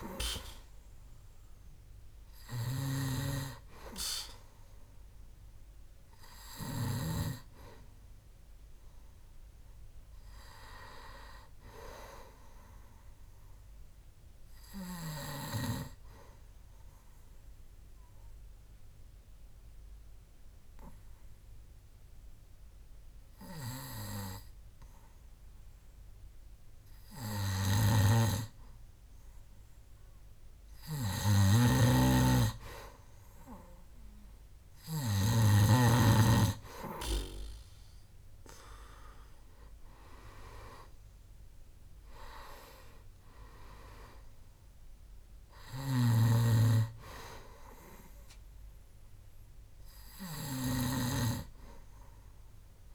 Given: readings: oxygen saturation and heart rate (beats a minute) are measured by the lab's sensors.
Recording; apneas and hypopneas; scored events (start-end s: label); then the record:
breathing in sleep by a room microphone; 1
0.00-4.00 s: oxygen desaturation (device-marked, oxygen 94% lowest, heart rate 61 extreme)
0.00-7.50 s: snoring (device-marked)
16.50-29.00 s: obstructive apnea (oxygen 97% before, 91% lowest, heart rate 71 before, 62 extreme, up 8 after)
28.00-35.50 s: snoring (device-marked)
32.00-52.95 s: oxygen desaturation (device-marked, oxygen 97% before, 91% lowest, heart rate 66 before, 66 extreme)
32.50-36.50 s: arousal
46.00-52.95 s: snoring (device-marked)
From the record:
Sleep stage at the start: N2 (light sleep); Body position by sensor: on the back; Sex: male